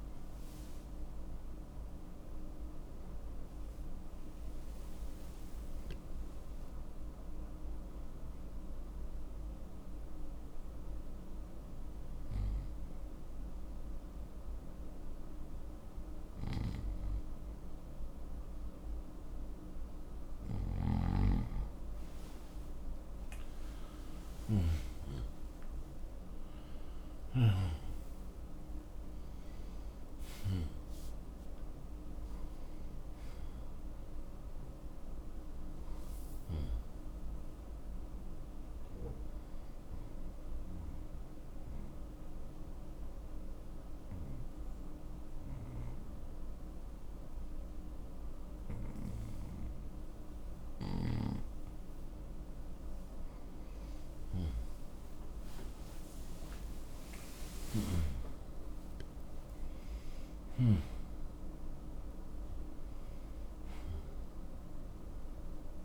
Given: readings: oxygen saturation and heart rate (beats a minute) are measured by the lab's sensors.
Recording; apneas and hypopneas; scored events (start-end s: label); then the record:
breathing in sleep by a room microphone; 2
1.50-5.50 s: arousal
8.00-22.50 s: hypopnea (oxygen 95% before, 89% lowest, heart rate 70 before, 61 extreme, up 9 after)
24.00-27.50 s: arousal
36.50-50.50 s: oxygen desaturation (device-marked, oxygen 94% before, 91% lowest, heart rate 65 before, 61 extreme)
40.00-53.50 s: obstructive apnea (oxygen 96% before, 89% lowest, heart rate 65 before, 61 extreme, up 0 after)
54.50-58.50 s: arousal
58.50-65.85 s: oxygen desaturation (device-marked, oxygen 98% before, 89% lowest, heart rate 62 before, 61 extreme)
From the record:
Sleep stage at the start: N2 (light sleep); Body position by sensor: on the right side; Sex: male